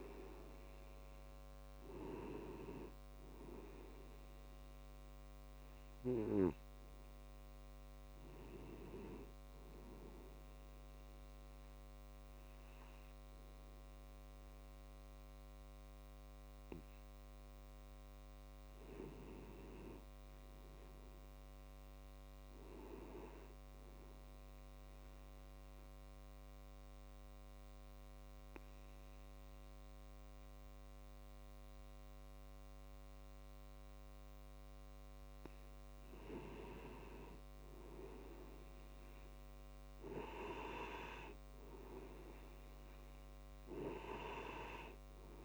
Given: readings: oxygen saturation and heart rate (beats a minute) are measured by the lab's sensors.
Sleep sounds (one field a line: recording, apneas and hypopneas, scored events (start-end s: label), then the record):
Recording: breathing in sleep by a microphone on the trachea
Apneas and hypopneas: 1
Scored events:
4.50-23.50 s: oxygen desaturation (device-marked, oxygen 96% before, 92% lowest)
19.50-22.50 s: arousal
24.00-35.50 s: obstructive apnea (oxygen 96% before, 92% lowest)
38.50-42.50 s: arousal
From the record:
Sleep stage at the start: N2 (light sleep)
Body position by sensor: on the back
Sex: male